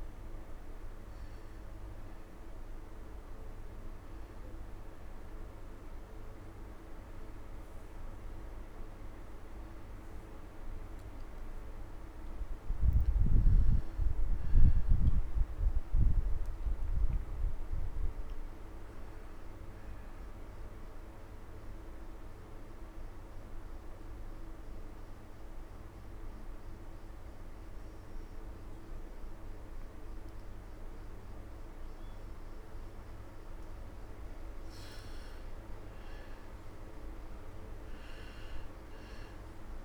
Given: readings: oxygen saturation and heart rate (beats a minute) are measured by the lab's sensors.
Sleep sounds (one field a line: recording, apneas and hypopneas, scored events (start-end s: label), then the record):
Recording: breathing in sleep, hard to hear, by a room microphone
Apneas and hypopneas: 1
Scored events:
13.00-17.50 s: arousal
20.50-31.50 s: obstructive apnea (oxygen 95% before, 90% lowest)
23.50-39.85 s: new sleep stage, N2 (light sleep)
34.00-37.00 s: arousal
37.50-39.85 s: oxygen desaturation (device-marked, oxygen 95% before, 91% lowest)
From the record:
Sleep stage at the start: N1 (lightest sleep)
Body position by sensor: on the right side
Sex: male